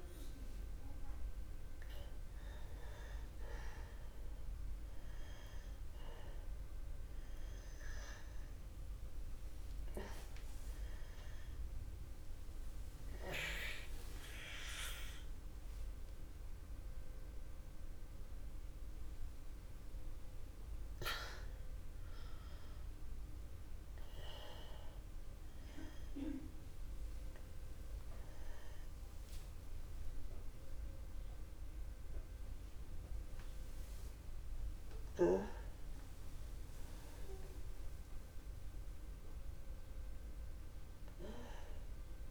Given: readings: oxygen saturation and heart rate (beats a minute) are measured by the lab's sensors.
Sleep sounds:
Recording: a person awake in a sleep study, by a room microphone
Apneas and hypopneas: none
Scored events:
11.50-23.50 s: oxygen desaturation (device-marked, oxygen 96% before, 91% lowest, heart rate 64 before, 63 extreme)
From the record:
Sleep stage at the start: awake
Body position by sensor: on the back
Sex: male

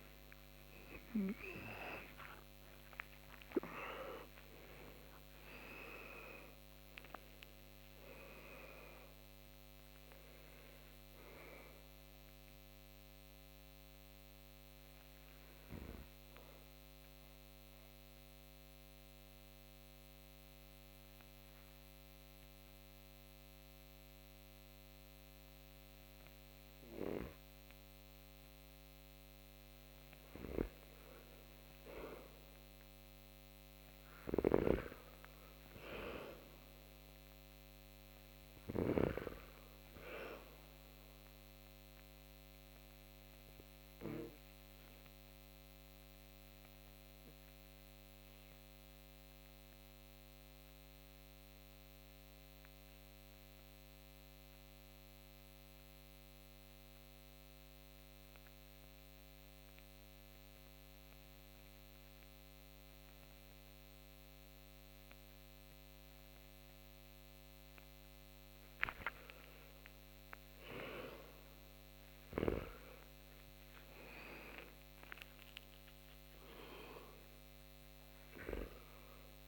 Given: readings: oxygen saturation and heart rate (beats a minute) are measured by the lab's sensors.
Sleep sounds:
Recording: breathing in sleep by a microphone on the trachea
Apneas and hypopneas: 2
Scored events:
0.00-1.50 s: arousal
0.00-9.00 s: oxygen desaturation (device-marked, oxygen 88% lowest)
13.00-29.50 s: obstructive apnea (oxygen 97% before, 82% lowest)
30.50-35.50 s: arousal
33.50-38.50 s: snoring (device-marked)
43.50-68.50 s: obstructive apnea (oxygen 99% before, 81% lowest)
44.00-60.00 s: oxygen desaturation (device-marked, oxygen 99% before, 91% lowest)
70.00-75.50 s: arousal
75.00-79.48 s: oxygen desaturation (device-marked, oxygen 97% before, 81% lowest)
From the record:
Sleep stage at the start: REM sleep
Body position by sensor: on the back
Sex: male

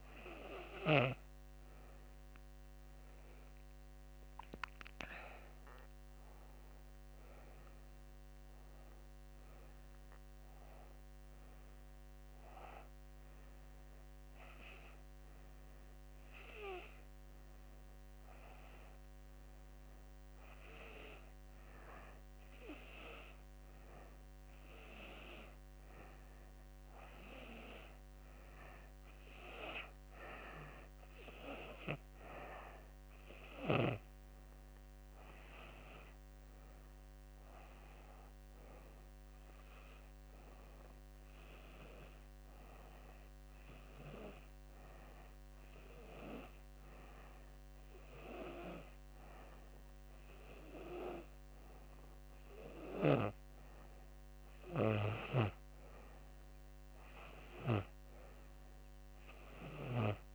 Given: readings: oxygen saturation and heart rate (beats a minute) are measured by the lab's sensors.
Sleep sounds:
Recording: breathing in sleep by a microphone on the trachea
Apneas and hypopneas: none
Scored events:
0.50-6.50 s: arousal
From the record:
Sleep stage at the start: N2 (light sleep)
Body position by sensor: on the back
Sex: female

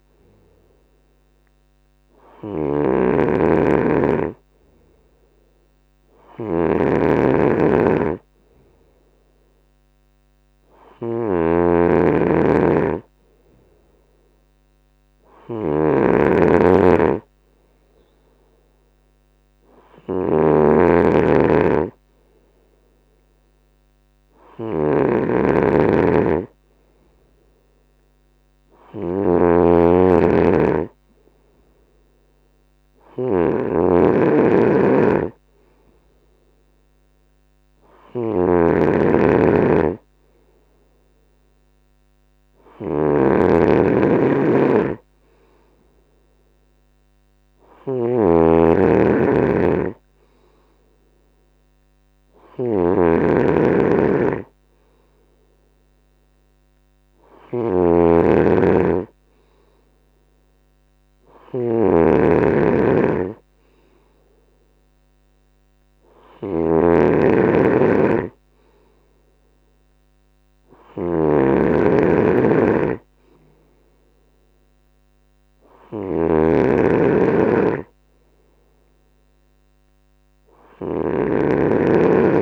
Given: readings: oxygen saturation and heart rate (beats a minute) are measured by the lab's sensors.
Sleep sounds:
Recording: breathing in sleep by a microphone on the trachea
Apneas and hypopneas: none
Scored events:
0.00-82.42 s: snoring (device-marked)
From the record:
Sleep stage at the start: N2 (light sleep)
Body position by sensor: on the right side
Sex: male

